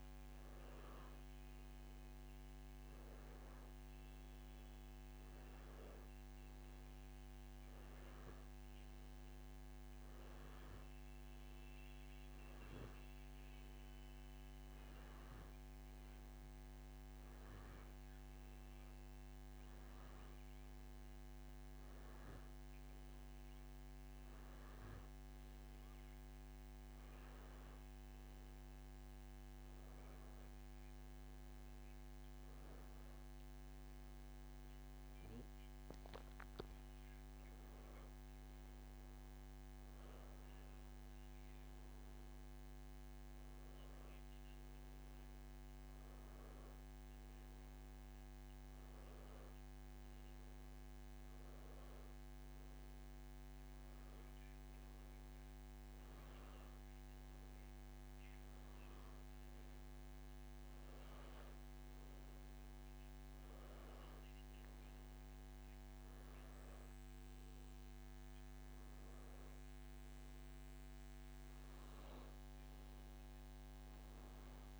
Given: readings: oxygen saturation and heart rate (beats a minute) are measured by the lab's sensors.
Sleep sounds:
breathing in sleep, hard to hear, by a microphone on the trachea; none
18.50-22.50 s: arousal
From the record:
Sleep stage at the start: N2 (light sleep); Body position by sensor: on the back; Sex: male

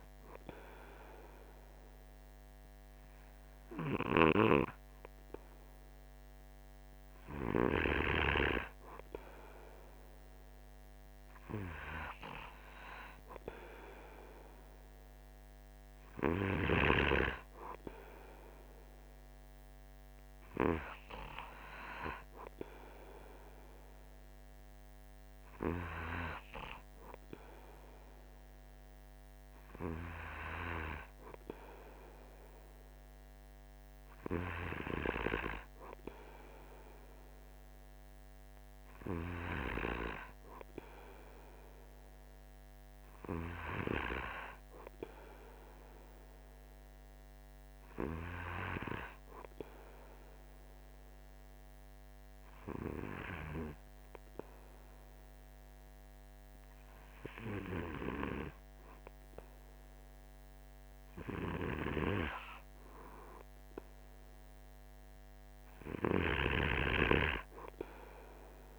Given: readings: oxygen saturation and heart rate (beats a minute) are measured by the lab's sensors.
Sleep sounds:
breathing in sleep by a microphone on the trachea; 1
49.50-61.00 s: obstructive apnea (oxygen 95% before, 94% lowest, heart rate 49 before, 48 extreme, up 0 after)
63.50-67.50 s: arousal
From the record:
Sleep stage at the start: N2 (light sleep); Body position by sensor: on the right side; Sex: male

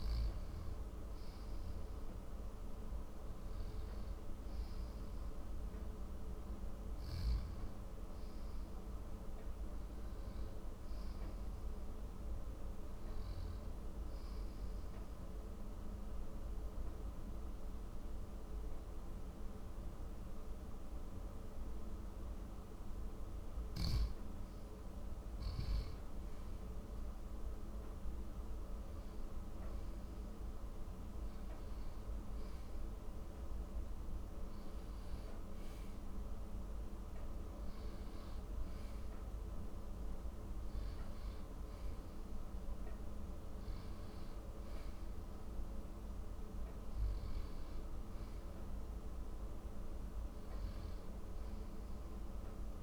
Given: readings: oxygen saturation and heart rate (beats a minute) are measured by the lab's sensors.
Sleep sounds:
breathing in sleep, hard to hear, by a room microphone; 1
14.50-25.00 s: central apnea (oxygen 95% before, 94% lowest, heart rate 66 before, 53 extreme, up 16 after)
27.00-31.50 s: arousal
From the record:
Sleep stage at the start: N1 (lightest sleep); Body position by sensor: on the back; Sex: male

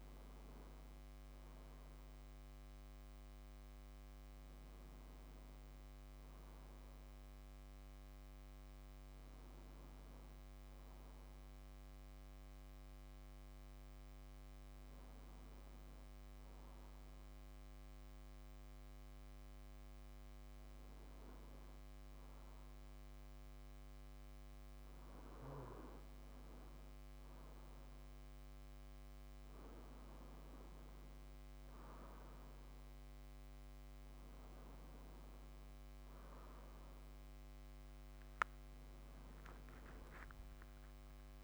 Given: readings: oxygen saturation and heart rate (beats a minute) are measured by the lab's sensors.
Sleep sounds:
breathing in sleep, hard to hear, by a microphone on the trachea; 1
0.00-14.50 s: oxygen desaturation (device-marked, oxygen 93% lowest, heart rate 58 extreme)
6.00-10.00 s: arousal
14.00-25.00 s: hypopnea (oxygen 96% before, 92% lowest, heart rate 75 before, 100 extreme, up 31 after)
33.50-41.44 s: oxygen desaturation (device-marked, oxygen 96% before, 92% lowest, heart rate 179 before, 60 extreme)
38.50-41.44 s: new sleep stage, awake
From the record:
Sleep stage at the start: N2 (light sleep); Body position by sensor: on the back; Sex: male

